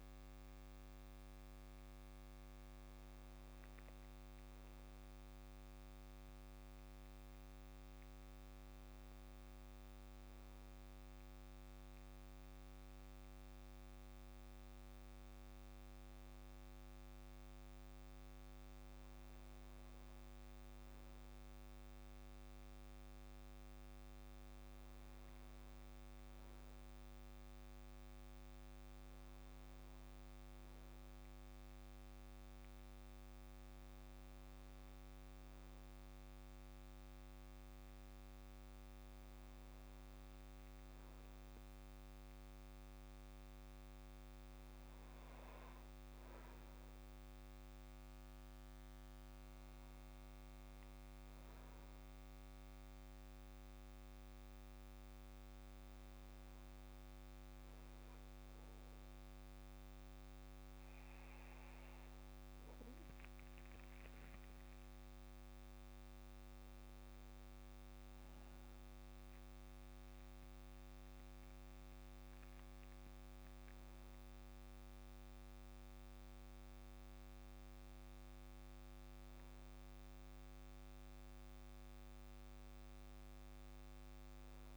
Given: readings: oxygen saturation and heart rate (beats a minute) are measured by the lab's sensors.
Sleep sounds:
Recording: breathing in sleep, hard to hear, by a microphone on the trachea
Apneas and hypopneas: none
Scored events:
none scored
From the record:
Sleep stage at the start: N2 (light sleep)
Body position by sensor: on the back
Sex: male

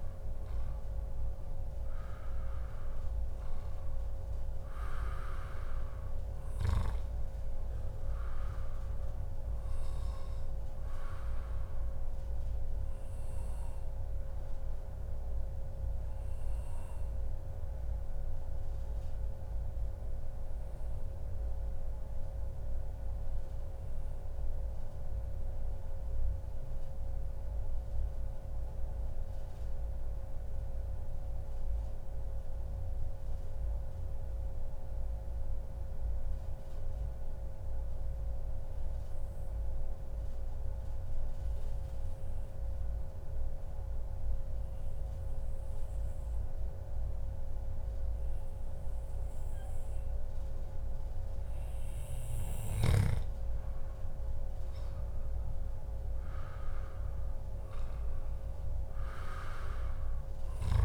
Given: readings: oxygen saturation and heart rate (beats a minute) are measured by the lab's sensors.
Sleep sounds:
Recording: breathing in sleep, hard to hear, by a room microphone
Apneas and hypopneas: 1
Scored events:
0.00-1.00 s: arousal
0.00-13.00 s: oxygen desaturation (device-marked, oxygen 92% lowest, heart rate 90 extreme)
10.50-12.50 s: long interval between heartbeats (device-marked, heart rate 141 before, 132 extreme)
13.00-50.50 s: obstructive apnea (oxygen 98% before, 93% lowest, heart rate 140 before, 92 extreme, up 1 after)
13.50-15.50 s: long interval between heartbeats (device-marked, heart rate 140 before, 114 extreme)
50.00-60.85 s: oxygen desaturation (device-marked, oxygen 97% before, 94% lowest, heart rate 143 before, 106 extreme)
54.50-58.50 s: arousal
From the record:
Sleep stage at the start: N2 (light sleep)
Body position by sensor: on the back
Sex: male

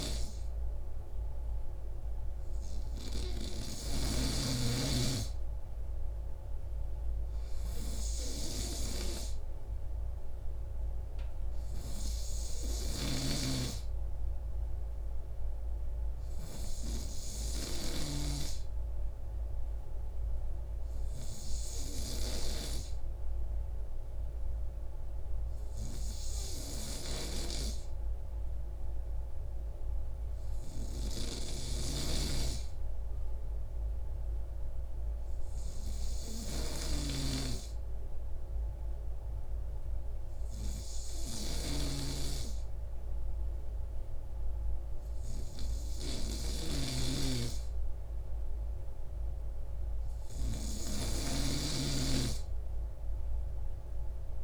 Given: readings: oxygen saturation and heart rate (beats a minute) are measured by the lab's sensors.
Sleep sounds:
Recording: breathing in sleep by a room microphone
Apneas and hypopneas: none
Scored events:
none scored
From the record:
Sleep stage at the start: N3 (deep sleep)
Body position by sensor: on the right side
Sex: male

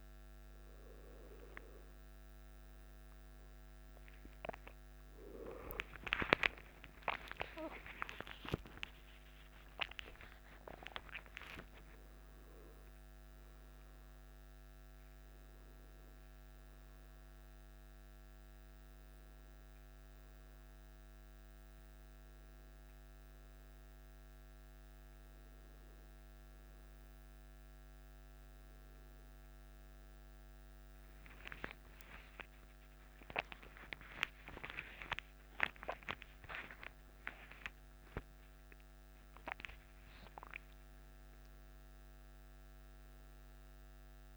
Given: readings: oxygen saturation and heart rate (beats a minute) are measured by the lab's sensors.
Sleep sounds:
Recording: a person awake in a sleep study, by a microphone on the trachea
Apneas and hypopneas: none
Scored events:
none scored
From the record:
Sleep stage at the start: awake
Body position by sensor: on the back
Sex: male

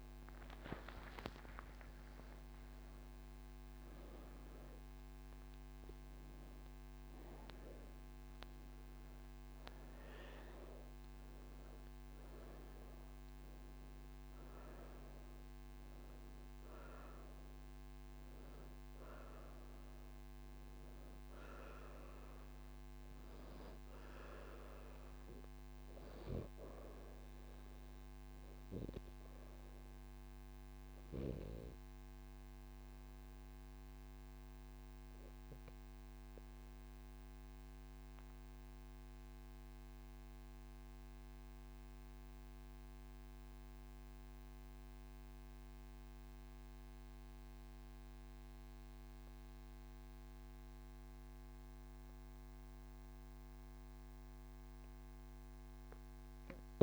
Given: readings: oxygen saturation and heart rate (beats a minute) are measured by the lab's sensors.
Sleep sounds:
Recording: breathing in sleep by a microphone on the trachea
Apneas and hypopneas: none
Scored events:
0.00-43.00 s: oxygen desaturation (device-marked, oxygen 86% lowest)
From the record:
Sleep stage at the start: N2 (light sleep)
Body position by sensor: on the right side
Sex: female

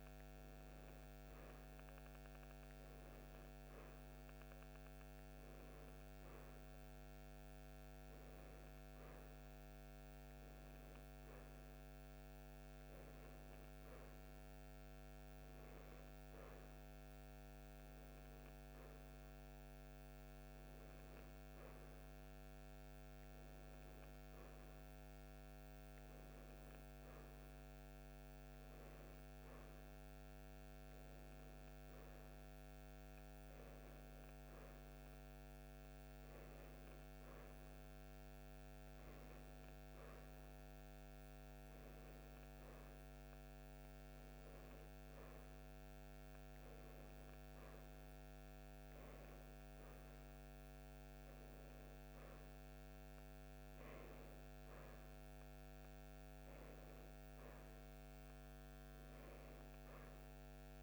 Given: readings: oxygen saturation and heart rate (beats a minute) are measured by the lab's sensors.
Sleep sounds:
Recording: breathing in sleep, hard to hear, by a microphone on the trachea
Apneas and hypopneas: none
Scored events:
none scored
From the record:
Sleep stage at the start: N1 (lightest sleep)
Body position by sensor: on the right side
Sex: female

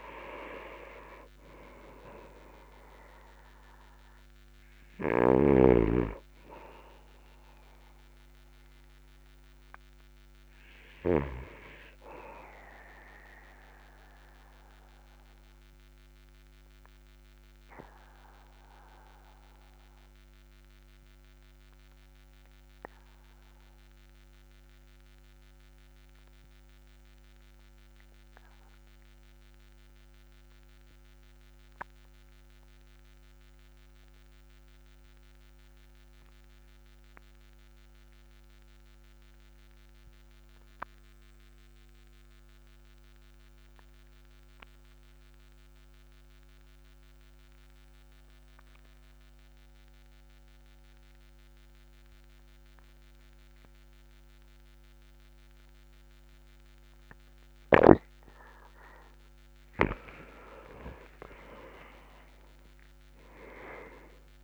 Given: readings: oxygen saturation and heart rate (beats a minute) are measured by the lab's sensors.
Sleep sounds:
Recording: breathing in sleep by a microphone on the trachea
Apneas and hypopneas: 1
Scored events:
12.00-29.00 s: oxygen desaturation (device-marked, oxygen 97% before, 93% lowest, heart rate 45 before, 38 extreme)
15.00-58.50 s: obstructive apnea (oxygen 98% before, 86% lowest, heart rate 46 before, 36 extreme, up 14 after)
62.00-64.44 s: new sleep stage, awake
From the record:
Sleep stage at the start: N2 (light sleep)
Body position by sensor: on the back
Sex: male

